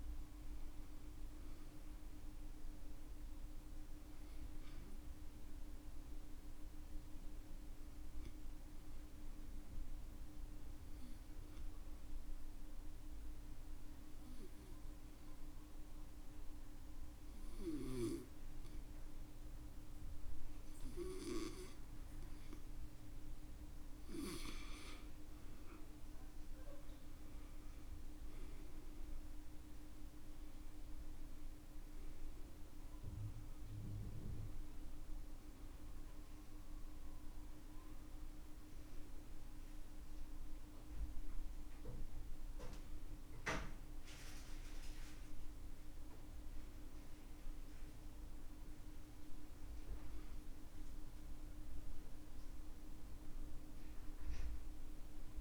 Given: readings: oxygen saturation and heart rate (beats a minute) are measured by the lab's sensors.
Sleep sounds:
breathing in sleep by a room microphone; 1
6.00-24.00 s: obstructive apnea (oxygen 96% before, 91% lowest, heart rate 66 before, 61 extreme, up 8 after)
27.00-31.00 s: arousal
54.00-55.41 s: oxygen desaturation (device-marked, oxygen 94% before, 91% lowest, heart rate 67 before, 63 extreme)
From the record:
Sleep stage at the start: N1 (lightest sleep); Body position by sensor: on the back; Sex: male

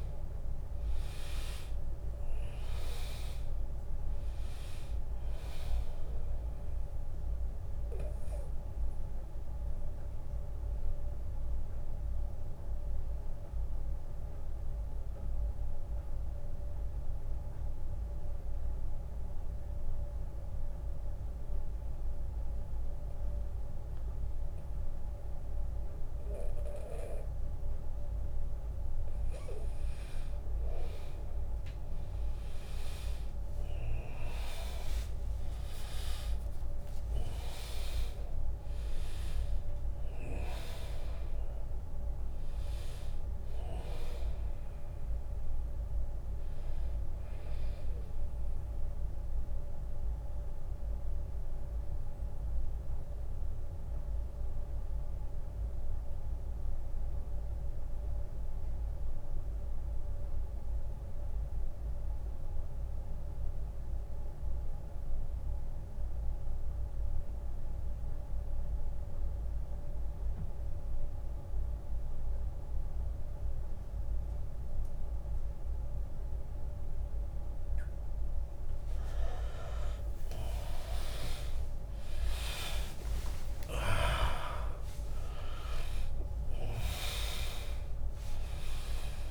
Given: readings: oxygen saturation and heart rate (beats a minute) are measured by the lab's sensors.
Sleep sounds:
breathing in sleep by a room microphone; 2
0.00-2.50 s: arousal
0.00-24.50 s: oxygen desaturation (device-marked, oxygen 89% lowest, heart rate 67 extreme)
2.50-12.50 s: drop in pulse transit time (device-marked, heart rate 79 before, 74 extreme)
8.50-28.00 s: mixed apnea (oxygen 100% before, 89% lowest, heart rate 79 before, 67 extreme, up 19 after)
21.50-23.50 s: long interval between heartbeats (device-marked, heart rate 78 before, 69 extreme)
33.50-37.00 s: arousal
37.50-59.50 s: oxygen desaturation (device-marked, oxygen 100% before, 91% lowest, heart rate 75 before, 66 extreme)
49.00-77.00 s: mixed apnea (oxygen 100% before, 84% lowest, heart rate 80 before, 66 extreme, up 21 after)
73.00-75.00 s: long interval between heartbeats (device-marked, heart rate 75 before, 80 extreme)
75.50-89.31 s: oxygen desaturation (device-marked, oxygen 100% before, 84% lowest, heart rate 77 before, 75 extreme)
79.00-83.50 s: arousal
82.50-89.31 s: drop in pulse transit time (device-marked, heart rate 80 before, 77 extreme)
84.50-86.50 s: long interval between heartbeats (device-marked, heart rate 82 before, 97 extreme)
From the record:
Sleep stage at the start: N2 (light sleep); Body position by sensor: on the back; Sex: male

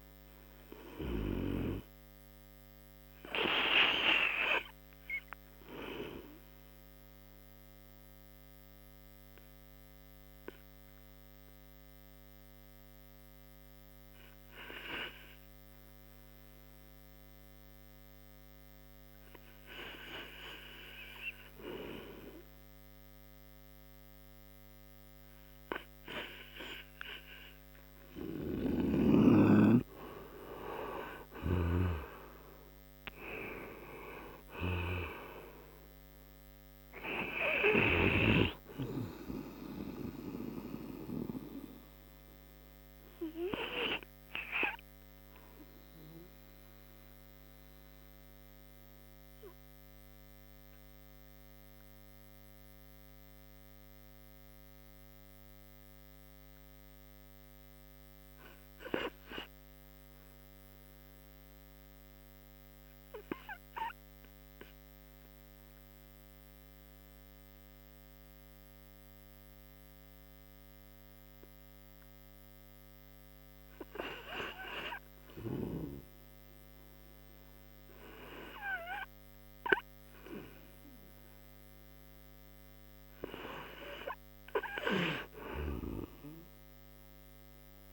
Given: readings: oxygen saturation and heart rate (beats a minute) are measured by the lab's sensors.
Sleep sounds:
breathing in sleep by a microphone on the trachea; 2
0.00-4.50 s: oxygen desaturation (device-marked, oxygen 91% lowest)
8.50-29.50 s: obstructive apnea (oxygen 97% before, 79% lowest)
15.50-29.50 s: oxygen desaturation (device-marked, oxygen 95% before, 81% lowest)
31.50-36.00 s: arousal
38.50-58.50 s: oxygen desaturation (device-marked, oxygen 87% before, 79% lowest)
40.50-78.50 s: obstructive apnea (oxygen 92% before, 79% lowest)
81.50-85.00 s: arousal
81.50-87.93 s: oxygen desaturation (device-marked, oxygen 98% before, 82% lowest)
From the record:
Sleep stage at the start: REM sleep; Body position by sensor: on the right side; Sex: male

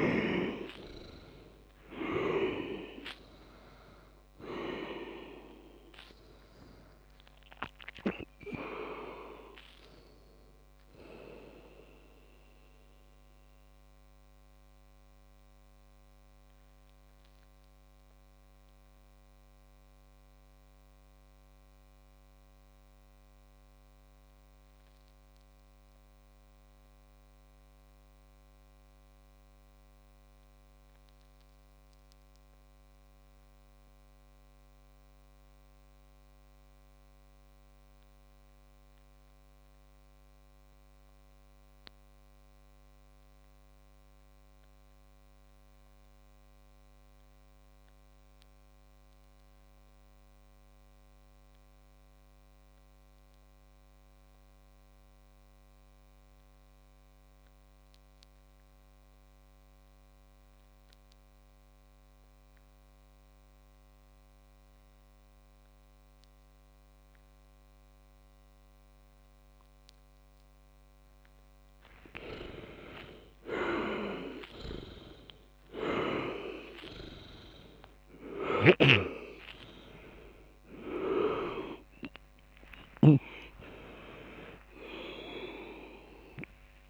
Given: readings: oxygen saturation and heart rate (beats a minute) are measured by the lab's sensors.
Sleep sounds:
breathing in sleep by a microphone on the trachea; 1
0.00-1.00 s: arousal
0.00-21.50 s: oxygen desaturation (device-marked, oxygen 90% lowest, heart rate 49 extreme)
12.50-69.00 s: mixed apnea (oxygen 97% before, 91% lowest, heart rate 89 before, 43 extreme, up 20 after)
78.00-83.00 s: snoring (device-marked)
82.50-86.90 s: new sleep stage, awake
From the record:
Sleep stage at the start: N2 (light sleep); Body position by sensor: on the back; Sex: male

